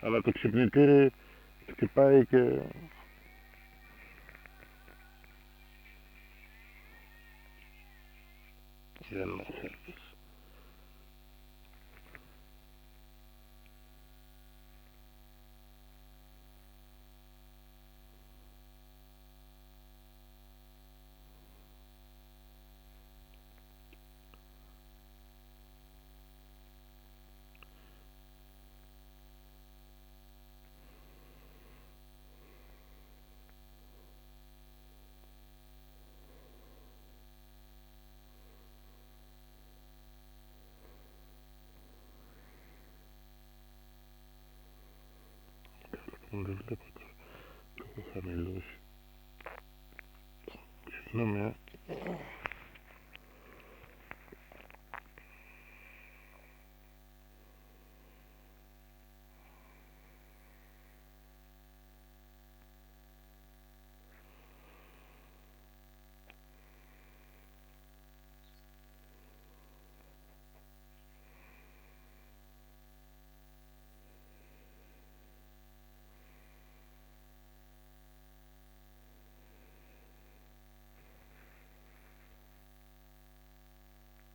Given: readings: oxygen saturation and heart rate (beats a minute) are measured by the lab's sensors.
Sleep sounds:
a person awake in a sleep study, by a microphone on the trachea; none
43.50-84.35 s: new sleep stage, N2 (light sleep)
From the record:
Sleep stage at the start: awake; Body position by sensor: on the right side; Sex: male

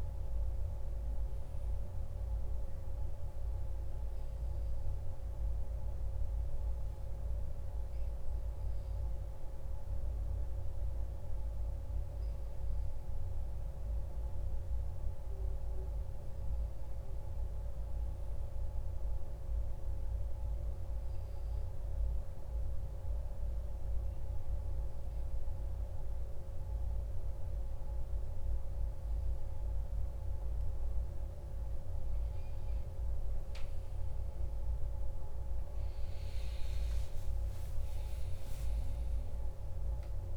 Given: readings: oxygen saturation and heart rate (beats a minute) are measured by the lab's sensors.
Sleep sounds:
breathing in sleep, hard to hear, by a room microphone; none
34.50-38.50 s: arousal
38.50-40.37 s: new sleep stage, N1 (lightest sleep)
From the record:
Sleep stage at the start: N2 (light sleep); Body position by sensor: on the back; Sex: male

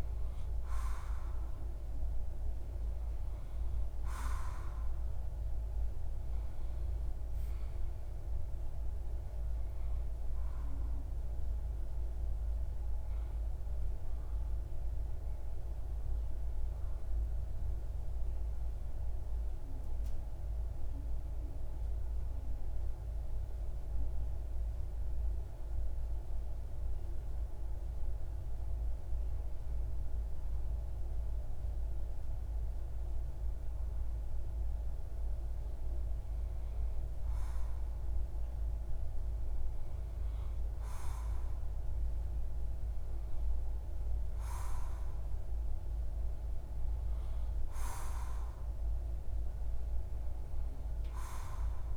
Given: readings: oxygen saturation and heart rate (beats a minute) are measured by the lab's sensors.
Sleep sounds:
breathing in sleep, hard to hear, by a room microphone; 1
1.00-14.00 s: oxygen desaturation (device-marked, oxygen 96% before, 92% lowest)
14.50-33.50 s: hypopnea (oxygen 96% before, 92% lowest)
36.00-39.50 s: arousal
From the record:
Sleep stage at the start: N2 (light sleep); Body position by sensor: on the left side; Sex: male

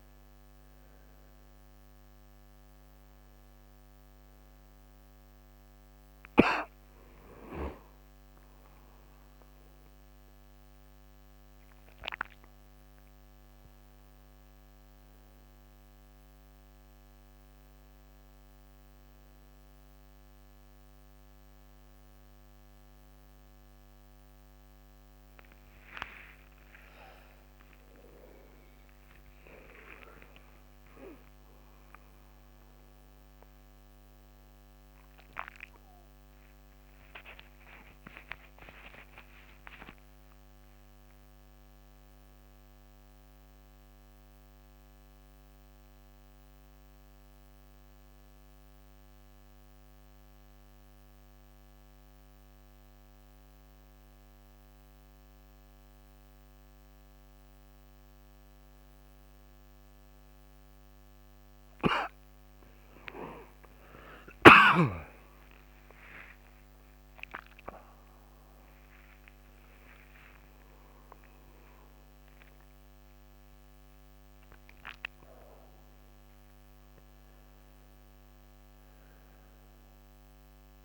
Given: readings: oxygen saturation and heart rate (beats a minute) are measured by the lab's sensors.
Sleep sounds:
a person awake in a sleep study, by a microphone on the trachea; 1
39.00-56.50 s: obstructive apnea (oxygen 93% before, 91% lowest, heart rate 76 before, 64 extreme, up 5 after)
45.50-80.85 s: new sleep stage, N1 (lightest sleep)
63.00-69.50 s: arousal
From the record:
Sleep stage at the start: awake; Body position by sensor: on the right side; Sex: male

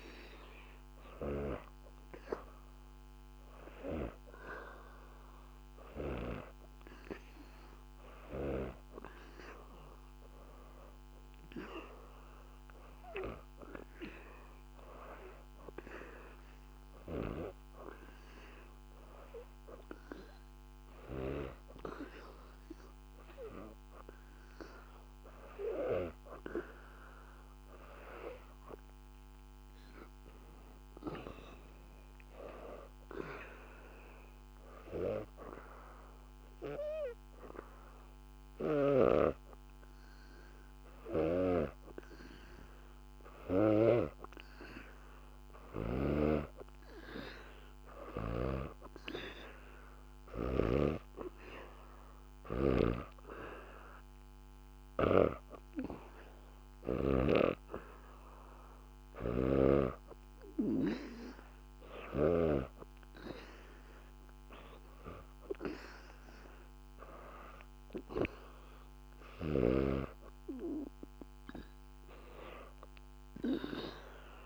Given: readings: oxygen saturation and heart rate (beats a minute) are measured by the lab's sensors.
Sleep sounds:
breathing in sleep by a microphone on the trachea; 2
0.00-8.50 s: oxygen desaturation (device-marked, oxygen 94% lowest, heart rate 88 extreme)
11.50-23.50 s: hypopnea (oxygen 98% before, 89% lowest, heart rate 89 before, 87 extreme, up 2 after)
24.50-27.50 s: arousal
32.50-42.50 s: obstructive apnea (oxygen 95% before, 84% lowest, heart rate 89 before, 87 extreme, up 1 after)
43.50-48.50 s: snoring (device-marked)
45.50-48.50 s: arousal
47.50-64.50 s: oxygen desaturation (device-marked, oxygen 94% before, 89% lowest, heart rate 89 before, 86 extreme)
From the record:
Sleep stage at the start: N2 (light sleep); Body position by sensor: on the back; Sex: female

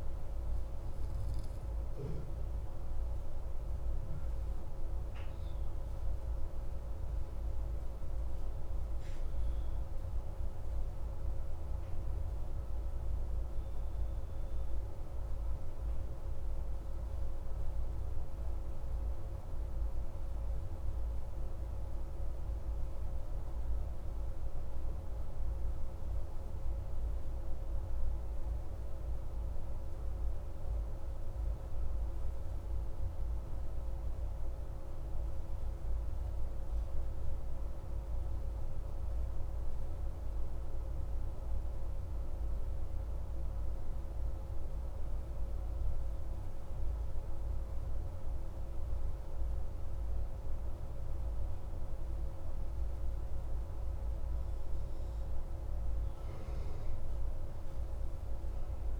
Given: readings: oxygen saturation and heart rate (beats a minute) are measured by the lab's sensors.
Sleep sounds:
breathing in sleep, hard to hear, by a room microphone; 1
4.50-10.00 s: arousal
15.00-54.50 s: mixed apnea (oxygen 98% before, 93% lowest)
56.00-59.00 s: arousal
From the record:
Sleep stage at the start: N2 (light sleep); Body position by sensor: on the back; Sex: male

